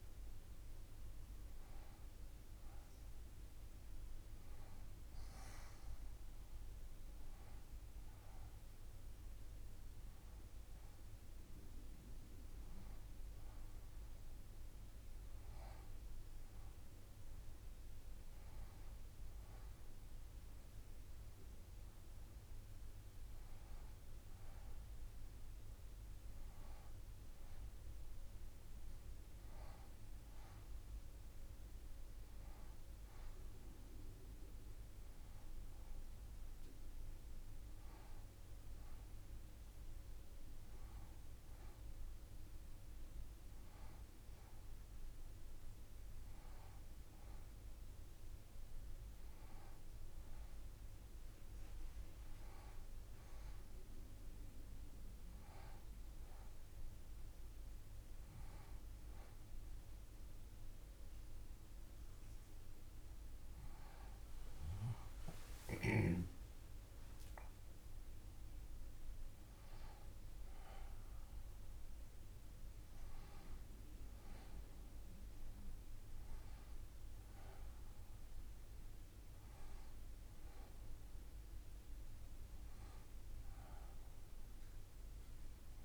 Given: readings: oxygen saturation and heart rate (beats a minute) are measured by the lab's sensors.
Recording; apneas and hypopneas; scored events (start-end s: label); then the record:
breathing in sleep, hard to hear, by a room microphone; none
32.50-37.00 s: arousal
62.50-67.00 s: arousal
69.00-71.00 s: long interval between heartbeats (device-marked, heart rate 71 before, 73 extreme)
From the record:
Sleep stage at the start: N2 (light sleep); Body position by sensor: on the left side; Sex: female